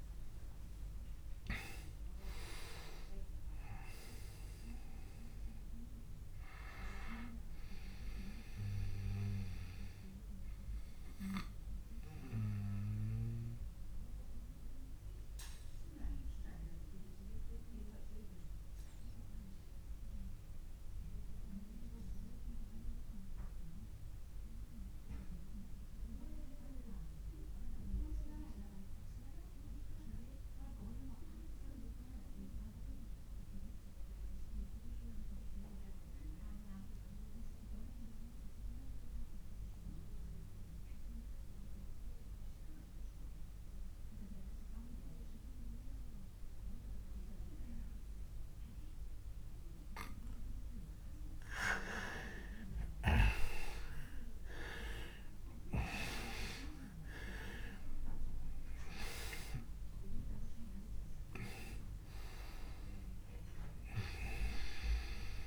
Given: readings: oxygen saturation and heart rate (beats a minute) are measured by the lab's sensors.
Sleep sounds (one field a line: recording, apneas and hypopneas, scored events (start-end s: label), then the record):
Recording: breathing in sleep by a room microphone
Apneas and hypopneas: 1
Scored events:
0.00-31.50 s: oxygen desaturation (device-marked, oxygen 83% lowest)
9.50-50.50 s: obstructive apnea (oxygen 98% before, 83% lowest)
47.50-65.47 s: oxygen desaturation (device-marked, oxygen 99% before, 86% lowest)
53.00-56.50 s: arousal
From the record:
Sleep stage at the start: REM sleep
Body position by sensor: on the back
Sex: male